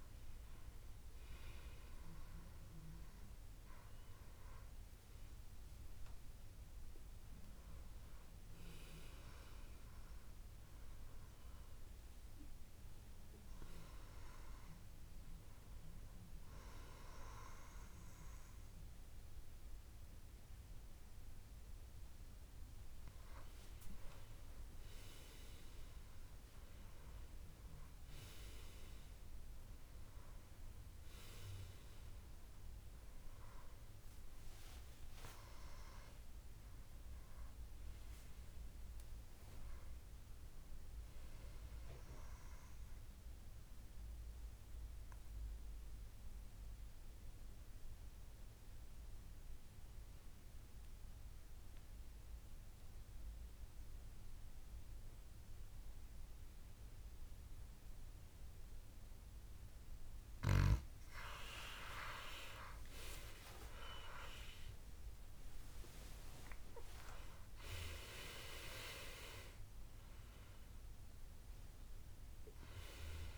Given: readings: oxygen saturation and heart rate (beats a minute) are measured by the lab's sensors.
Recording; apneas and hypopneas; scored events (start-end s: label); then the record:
breathing in sleep by a room microphone; 1
0.00-12.00 s: oxygen desaturation (device-marked, oxygen 92% lowest, heart rate 69 extreme)
32.00-35.50 s: arousal
44.00-60.50 s: obstructive apnea (oxygen 97% before, 88% lowest, heart rate 75 before, 67 extreme, up 17 after)
61.00-73.38 s: oxygen desaturation (device-marked, oxygen 97% before, 88% lowest, heart rate 71 before, 70 extreme)
62.50-67.00 s: arousal
From the record:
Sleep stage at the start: N2 (light sleep); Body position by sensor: on the back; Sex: male